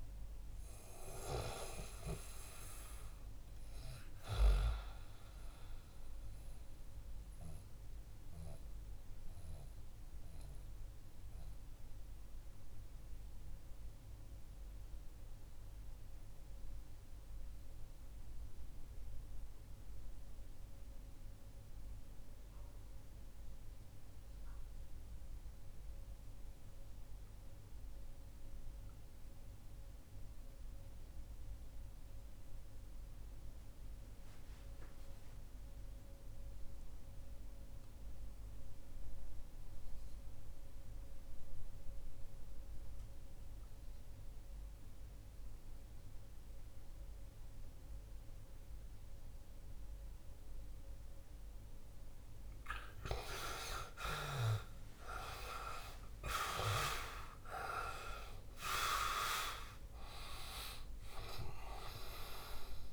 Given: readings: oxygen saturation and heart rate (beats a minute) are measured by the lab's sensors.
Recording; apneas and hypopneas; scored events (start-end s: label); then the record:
breathing in sleep by a room microphone; 1
0.00-24.00 s: oxygen desaturation (device-marked, oxygen 82% lowest, heart rate 54 extreme)
4.00-52.00 s: mixed apnea (oxygen 97% before, 78% lowest, heart rate 65 before, 57 extreme, up 19 after)
37.00-62.93 s: oxygen desaturation (device-marked, oxygen 99% before, 78% lowest, heart rate 68 before, 57 extreme)
53.50-58.50 s: arousal
From the record:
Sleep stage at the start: REM sleep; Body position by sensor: on the back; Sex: male